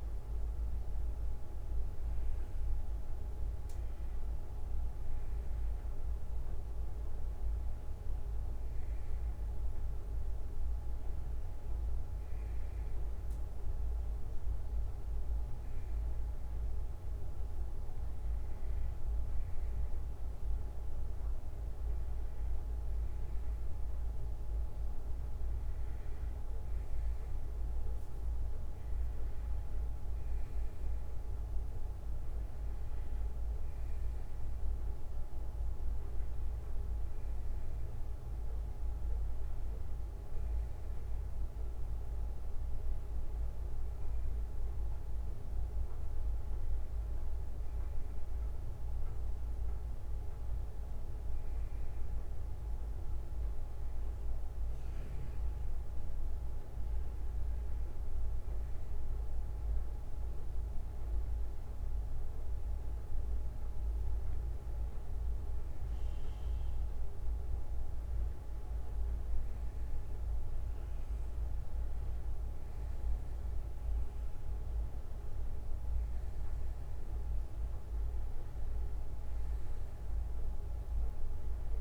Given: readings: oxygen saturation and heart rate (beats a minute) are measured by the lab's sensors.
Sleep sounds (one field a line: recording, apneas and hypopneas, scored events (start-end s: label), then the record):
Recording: breathing in sleep, hard to hear, by a room microphone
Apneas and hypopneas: none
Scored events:
0.00-1.50 s: bradycardia (device-marked, heart rate 61 extreme)
10.50-16.50 s: bradycardia (device-marked, heart rate 63 before, 59 extreme)
40.50-47.50 s: bradycardia (device-marked, heart rate 63 before, 59 extreme)
44.50-81.81 s: new sleep stage, N2 (light sleep)
57.50-61.50 s: bradycardia (device-marked, heart rate 63 before, 59 extreme)
From the record:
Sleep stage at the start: N1 (lightest sleep)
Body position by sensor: on the back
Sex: male